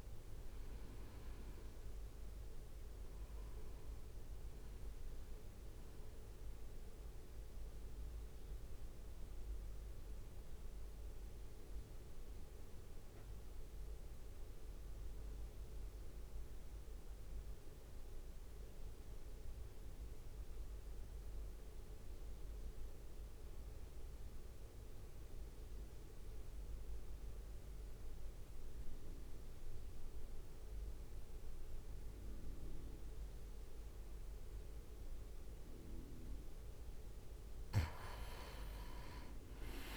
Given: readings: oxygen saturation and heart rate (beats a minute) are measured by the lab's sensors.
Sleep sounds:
breathing in sleep, hard to hear, by a room microphone; 1
0.00-9.50 s: drop in pulse transit time (device-marked, heart rate 58 extreme)
0.00-18.50 s: oxygen desaturation (device-marked, oxygen 88% lowest, heart rate 58 extreme)
7.00-35.50 s: central apnea (oxygen 98% before, 87% lowest, heart rate 62 before, 53 extreme, up 1 after)
35.50-39.96 s: oxygen desaturation (device-marked, oxygen 98% before, 89% lowest, heart rate 64 before, 53 extreme)
From the record:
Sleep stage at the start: N2 (light sleep); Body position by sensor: on the right side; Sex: male

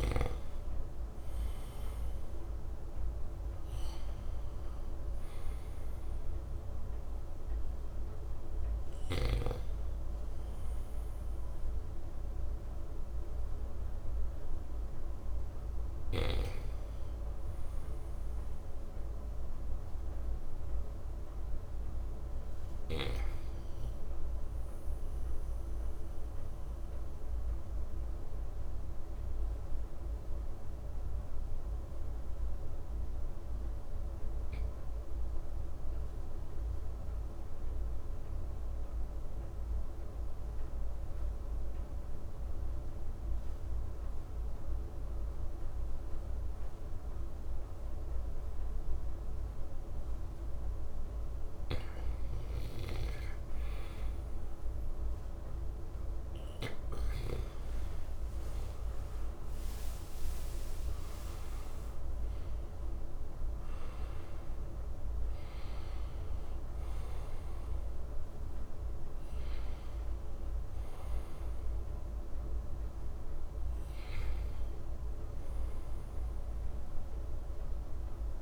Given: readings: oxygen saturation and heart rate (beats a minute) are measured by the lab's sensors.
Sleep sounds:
breathing in sleep, hard to hear, by a room microphone; 1
3.50-15.50 s: oxygen desaturation (device-marked, oxygen 93% before, 90% lowest, heart rate 63 before, 58 extreme)
18.50-22.00 s: arousal
25.00-53.50 s: mixed apnea (oxygen 97% before, 91% lowest, heart rate 59 before, 58 extreme, up 16 after)
50.50-68.50 s: oxygen desaturation (device-marked, oxygen 96% before, 92% lowest, heart rate 60 before, 57 extreme)
56.00-61.00 s: arousal
From the record:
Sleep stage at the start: N2 (light sleep); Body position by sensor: on the right side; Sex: male

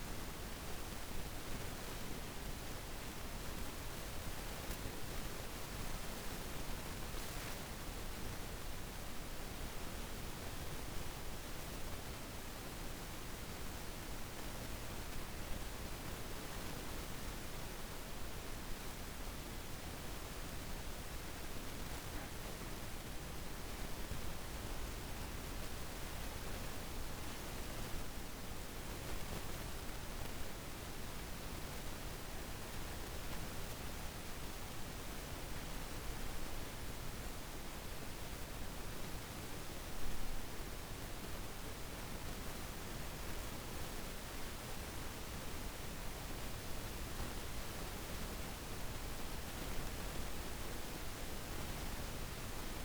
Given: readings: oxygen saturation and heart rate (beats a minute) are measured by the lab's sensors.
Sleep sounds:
breathing in sleep, hard to hear, by a room microphone; none
48.00-52.85 s: oxygen desaturation (device-marked, oxygen 95% before, 92% lowest, heart rate 54 before, 53 extreme)
From the record:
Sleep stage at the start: REM sleep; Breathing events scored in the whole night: 171 in 4.5 hours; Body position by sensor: on the back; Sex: female

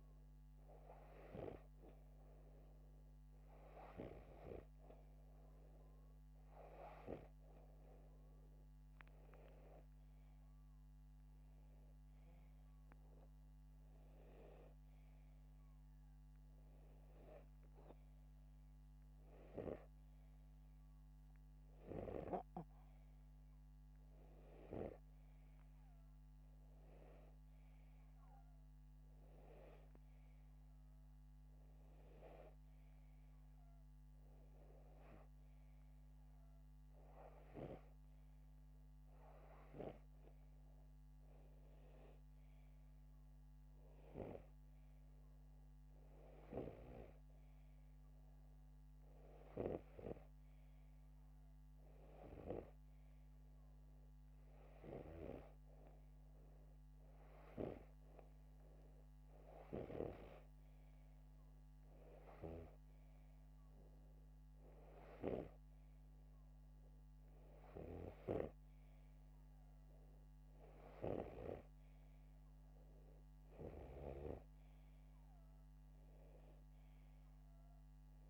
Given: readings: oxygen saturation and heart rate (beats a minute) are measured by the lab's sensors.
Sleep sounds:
breathing in sleep by a microphone on the trachea; none
none scored
From the record:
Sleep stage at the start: N2 (light sleep); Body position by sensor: upright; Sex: male

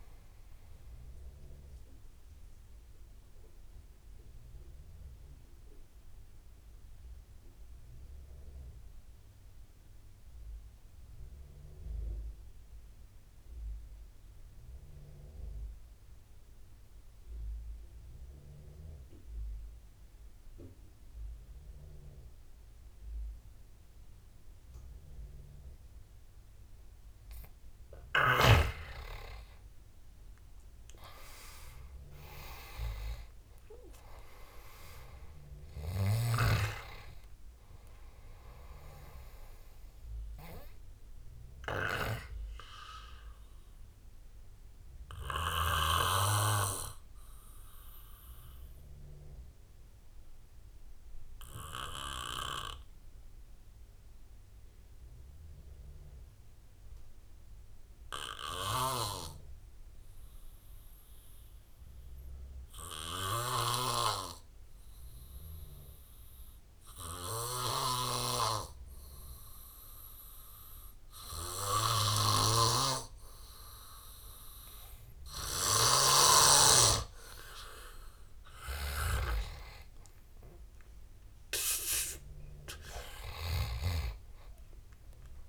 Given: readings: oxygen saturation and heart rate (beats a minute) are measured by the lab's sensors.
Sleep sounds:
breathing in sleep by a room microphone; 2
0.00-21.50 s: oxygen desaturation (device-marked, oxygen 85% lowest, heart rate 61 extreme)
1.00-26.50 s: obstructive apnea (oxygen 97% before, 84% lowest, heart rate 76 before, 62 extreme, up 12 after)
29.00-33.00 s: arousal
35.50-59.50 s: oxygen desaturation (device-marked, oxygen 97% before, 84% lowest, heart rate 74 before, 66 extreme)
44.50-75.50 s: obstructive apnea (oxygen 98% before, 84% lowest, heart rate 79 before, 63 extreme, up 17 after)
71.50-85.49 s: oxygen desaturation (device-marked, oxygen 97% before, 87% lowest, heart rate 68 before, 63 extreme)
77.50-81.50 s: arousal
From the record:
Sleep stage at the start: N2 (light sleep); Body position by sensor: on the back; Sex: male

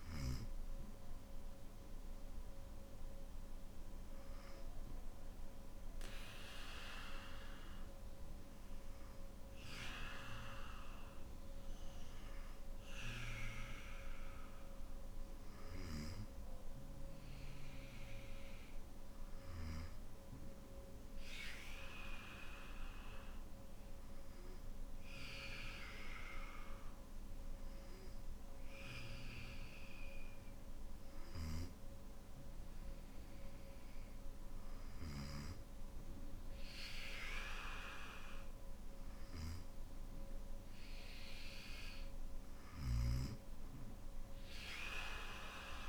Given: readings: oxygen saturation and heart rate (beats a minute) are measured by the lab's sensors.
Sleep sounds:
breathing in sleep by a room microphone; 1
19.00-33.50 s: hypopnea (oxygen 98% before, 95% lowest, heart rate 55 before, 49 extreme, up 3 after)
37.50-45.89 s: new sleep stage, N3 (deep sleep)
From the record:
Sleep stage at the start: N1 (lightest sleep); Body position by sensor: on the back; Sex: male

